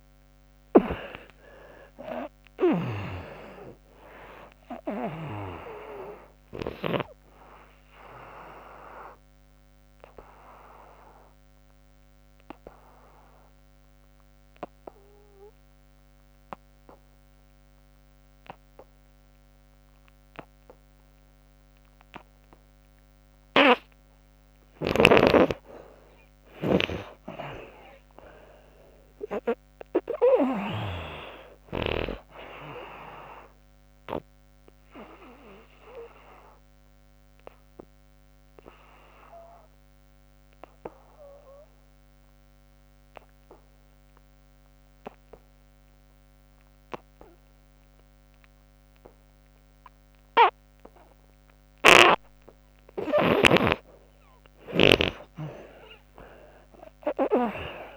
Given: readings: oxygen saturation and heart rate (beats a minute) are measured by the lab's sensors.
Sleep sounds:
breathing in sleep by a microphone on the trachea; 2
0.00-4.00 s: arousal
2.00-6.50 s: snoring (device-marked)
4.00-17.00 s: oxygen desaturation (device-marked, oxygen 96% before, 80% lowest, heart rate 82 before, 62 extreme)
8.50-24.00 s: obstructive apnea (oxygen 96% before, 78% lowest, heart rate 88 before, 62 extreme, up 38 after)
24.00-30.50 s: snoring (device-marked)
29.00-32.50 s: arousal
33.00-51.00 s: oxygen desaturation (device-marked, oxygen 95% before, 78% lowest, heart rate 83 before, 65 extreme)
34.50-53.00 s: obstructive apnea (oxygen 96% before, 78% lowest, heart rate 82 before, 65 extreme, up 41 after)
55.50-57.97 s: arousal
From the record:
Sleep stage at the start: N2 (light sleep); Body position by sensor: on the back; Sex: female

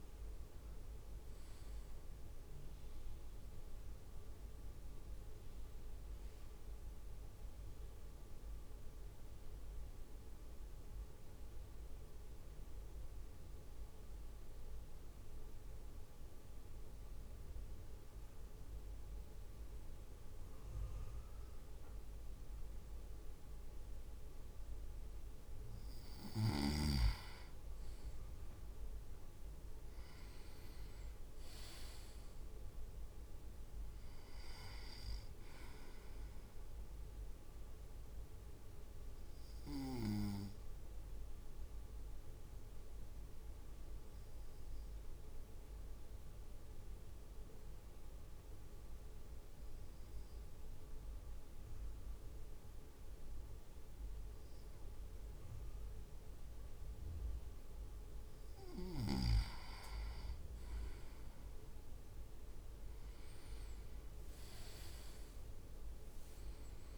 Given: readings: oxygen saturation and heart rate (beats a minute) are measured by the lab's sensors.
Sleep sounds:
breathing in sleep, hard to hear, by a room microphone; 2
7.00-25.50 s: mixed apnea (oxygen 99% before, 97% lowest)
29.00-32.50 s: arousal
37.00-57.50 s: obstructive apnea (oxygen 99% before, 97% lowest)
63.50-66.98 s: arousal
64.00-66.00 s: leg movement (device-marked)
From the record:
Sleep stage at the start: N2 (light sleep); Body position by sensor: on the right side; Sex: male

